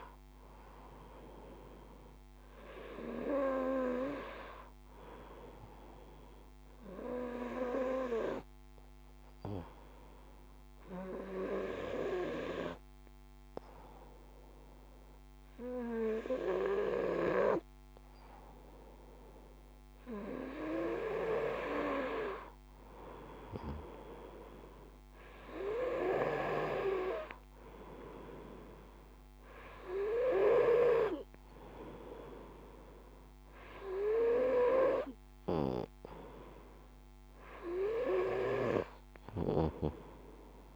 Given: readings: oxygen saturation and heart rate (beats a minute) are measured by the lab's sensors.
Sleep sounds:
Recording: breathing in sleep by a microphone on the trachea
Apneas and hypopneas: 1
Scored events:
1.00-5.00 s: arousal
10.00-21.00 s: obstructive apnea (oxygen 96% before, 93% lowest, heart rate 56 before, 54 extreme, up 1 after)
21.50-24.50 s: arousal
From the record:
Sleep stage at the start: N2 (light sleep)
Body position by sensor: on the front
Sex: male

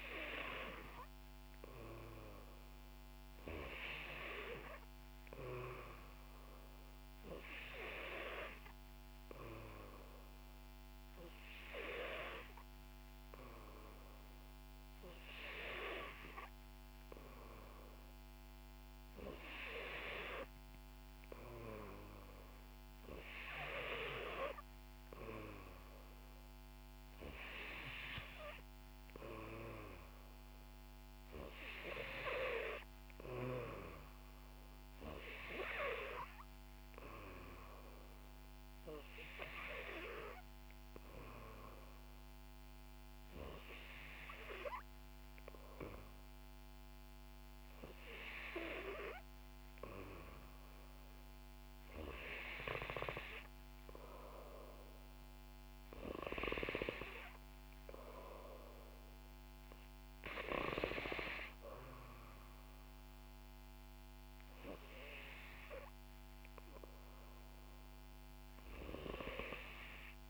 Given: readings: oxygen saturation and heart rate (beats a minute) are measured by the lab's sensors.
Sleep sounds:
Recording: breathing in sleep by a microphone on the trachea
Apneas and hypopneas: none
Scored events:
2.50-21.50 s: oxygen desaturation (device-marked, oxygen 92% before, 89% lowest, heart rate 66 before, 62 extreme)
From the record:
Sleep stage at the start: N3 (deep sleep)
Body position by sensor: on the back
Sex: female

